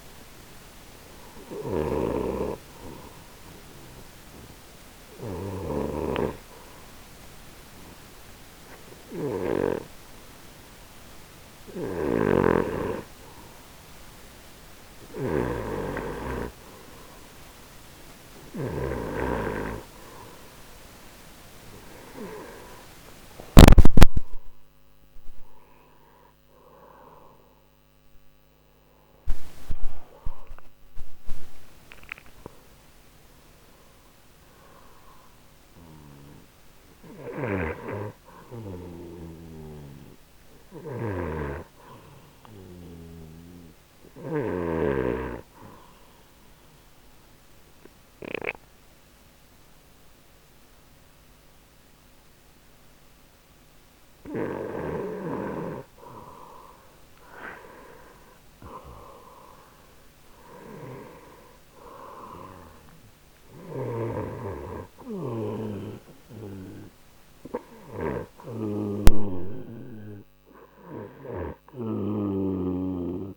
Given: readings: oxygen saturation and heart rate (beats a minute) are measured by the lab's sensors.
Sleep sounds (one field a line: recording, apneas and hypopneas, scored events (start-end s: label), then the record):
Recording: breathing in sleep by a microphone on the trachea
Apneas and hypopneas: 2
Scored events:
0.00-6.00 s: snoring (device-marked)
6.00-16.50 s: hypopnea (oxygen 94% before, 91% lowest, heart rate 55 before, 52 extreme, up 8 after)
12.00-19.00 s: snoring (device-marked)
23.00-29.50 s: arousal
41.00-44.50 s: snoring (device-marked)
45.50-56.50 s: obstructive apnea (oxygen 94% before, 91% lowest, heart rate 63 before, 35 extreme, up 1 after)
57.50-61.50 s: arousal
59.50-73.37 s: oxygen desaturation (device-marked, oxygen 96% before, 91% lowest, heart rate 58 before, 35 extreme)
From the record:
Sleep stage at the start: N2 (light sleep)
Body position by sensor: on the right side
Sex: male